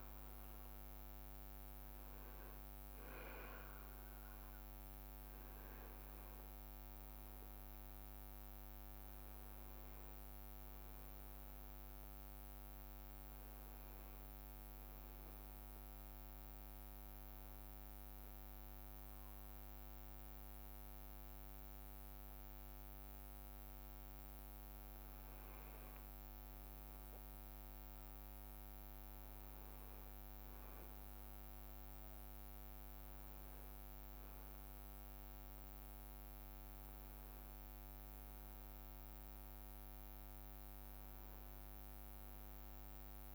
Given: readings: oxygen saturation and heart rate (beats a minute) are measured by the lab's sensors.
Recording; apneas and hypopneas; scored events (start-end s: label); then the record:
breathing in sleep, hard to hear, by a microphone on the trachea; none
41.00-43.35 s: arousal
42.00-43.35 s: leg movement (device-marked)
From the record:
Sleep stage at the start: N2 (light sleep); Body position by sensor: on the back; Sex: male